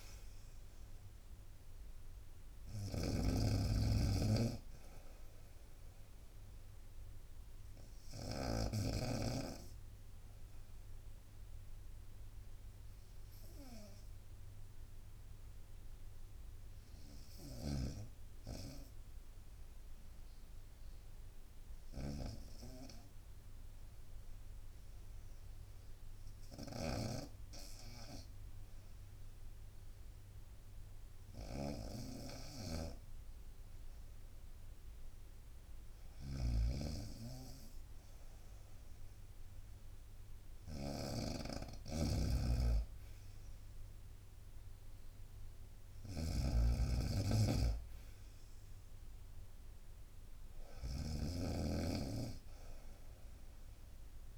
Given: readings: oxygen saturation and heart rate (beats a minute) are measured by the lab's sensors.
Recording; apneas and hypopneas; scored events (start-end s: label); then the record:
breathing in sleep by a room microphone; 1
0.00-9.00 s: snoring (device-marked)
0.00-23.50 s: oxygen desaturation (device-marked, oxygen 92% lowest, heart rate 60 extreme)
8.50-34.50 s: obstructive apnea (oxygen 97% before, 88% lowest, heart rate 64 before, 60 extreme, up 1 after)
36.00-54.38 s: snoring (device-marked)
37.50-42.00 s: arousal
41.50-54.38 s: oxygen desaturation (device-marked, oxygen 95% before, 88% lowest, heart rate 62 before, 60 extreme)
From the record:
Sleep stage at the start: N2 (light sleep); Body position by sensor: on the right side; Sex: female